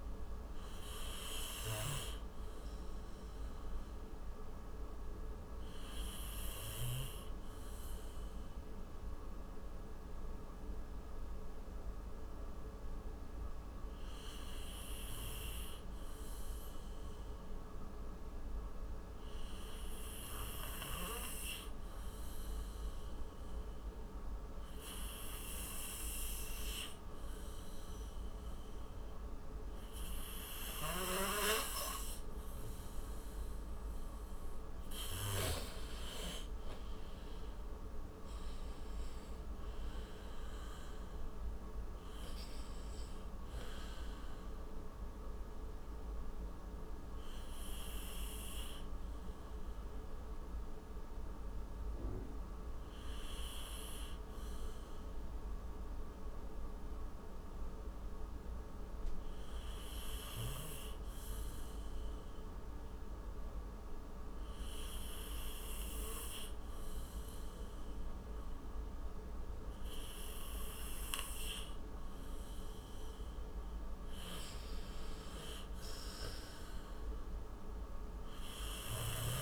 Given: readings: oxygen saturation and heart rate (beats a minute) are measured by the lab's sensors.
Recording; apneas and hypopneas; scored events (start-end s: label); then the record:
breathing in sleep by a room microphone; 2
0.00-14.00 s: oxygen desaturation (device-marked, oxygen 89% lowest, heart rate 54 extreme)
3.50-33.00 s: mixed apnea (oxygen 93% before, 89% lowest, heart rate 73 before, 52 extreme, up 22 after)
25.00-56.00 s: oxygen desaturation (device-marked, oxygen 95% before, 89% lowest, heart rate 59 before, 52 extreme)
37.00-41.00 s: arousal
47.50-70.50 s: obstructive apnea (oxygen 95% before, 89% lowest, heart rate 67 before, 53 extreme, up 24 after)
73.00-76.00 s: arousal
From the record:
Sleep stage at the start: N2 (light sleep); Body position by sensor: on the right side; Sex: male